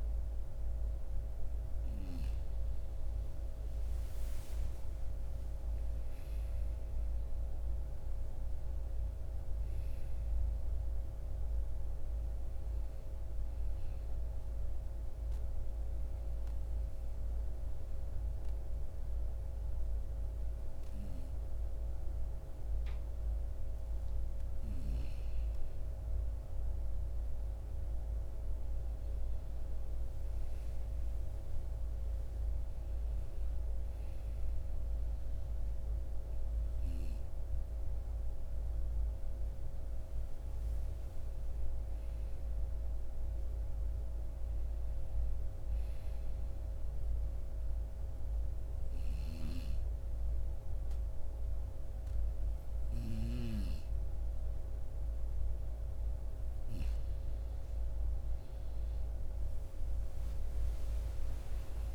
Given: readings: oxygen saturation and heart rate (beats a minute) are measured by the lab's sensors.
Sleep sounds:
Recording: breathing in sleep, hard to hear, by a room microphone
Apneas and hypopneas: 2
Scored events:
0.00-10.00 s: oxygen desaturation (device-marked, oxygen 93% lowest, heart rate 53 extreme)
13.00-24.50 s: obstructive apnea (oxygen 97% before, 92% lowest, heart rate 60 before, 53 extreme, up 6 after)
29.00-32.50 s: arousal
46.50-56.50 s: obstructive apnea (oxygen 95% before, 92% lowest, heart rate 58 before, 54 extreme, up 12 after)
58.00-61.00 s: arousal
From the record:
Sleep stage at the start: N2 (light sleep)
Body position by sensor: on the right side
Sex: male

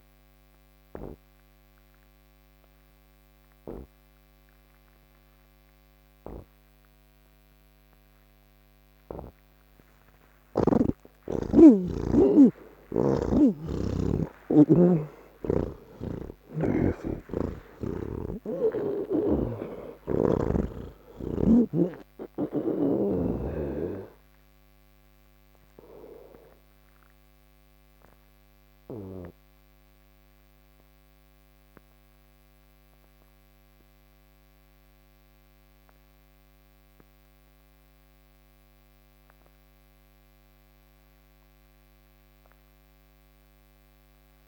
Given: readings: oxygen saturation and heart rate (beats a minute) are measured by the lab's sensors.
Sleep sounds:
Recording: breathing in sleep by a microphone on the trachea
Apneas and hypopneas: none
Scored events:
0.00-4.50 s: oxygen desaturation (device-marked, oxygen 83% lowest, heart rate 65 extreme)
26.50-44.47 s: oxygen desaturation (device-marked, oxygen 88% before, 82% lowest, heart rate 88 before, 71 extreme)
From the record:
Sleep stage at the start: N2 (light sleep)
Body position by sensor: on the back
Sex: male

